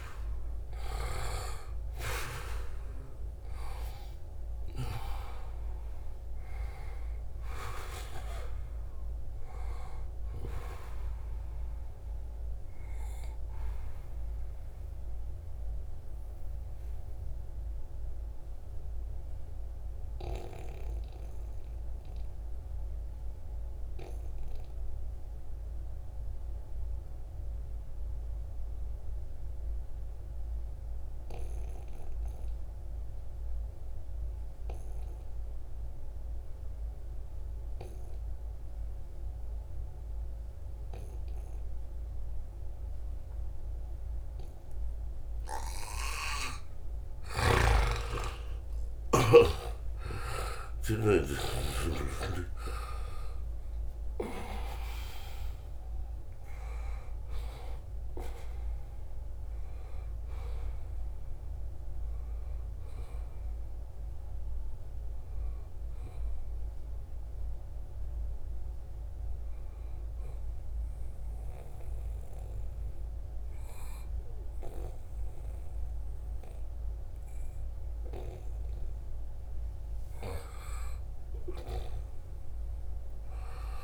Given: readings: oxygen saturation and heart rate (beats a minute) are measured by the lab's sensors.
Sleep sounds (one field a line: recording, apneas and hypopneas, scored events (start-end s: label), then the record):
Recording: breathing in sleep by a room microphone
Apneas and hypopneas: 2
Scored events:
0.00-2.50 s: arousal
0.00-19.50 s: oxygen desaturation (device-marked, oxygen 91% lowest, heart rate 64 extreme)
10.50-44.50 s: obstructive apnea (oxygen 97% before, 85% lowest, heart rate 74 before, 64 extreme, up 6 after)
37.50-76.50 s: oxygen desaturation (device-marked, oxygen 96% before, 85% lowest, heart rate 71 before, 64 extreme)
46.50-51.00 s: snoring (device-marked)
46.50-52.50 s: arousal
65.00-78.50 s: obstructive apnea (oxygen 96% before, 85% lowest, heart rate 76 before, 75 extreme, up 0 after)
81.50-83.83 s: arousal
From the record:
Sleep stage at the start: N2 (light sleep)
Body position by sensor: on the right side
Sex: male